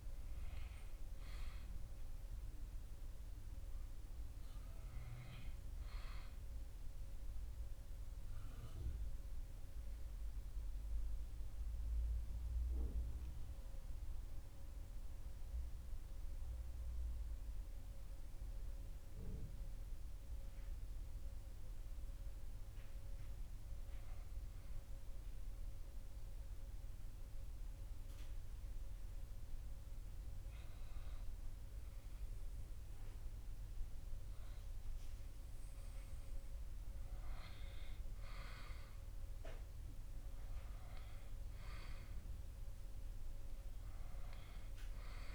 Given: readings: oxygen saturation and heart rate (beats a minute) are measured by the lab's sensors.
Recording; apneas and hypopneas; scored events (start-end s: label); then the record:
breathing in sleep by a room microphone; 1
0.00-10.00 s: oxygen desaturation (device-marked, oxygen 97% before, 94% lowest)
7.00-35.50 s: mixed apnea (oxygen 98% before, 94% lowest)
37.50-41.00 s: arousal
42.00-45.35 s: new sleep stage, N2 (light sleep)
From the record:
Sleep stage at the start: N1 (lightest sleep); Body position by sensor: on the back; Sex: male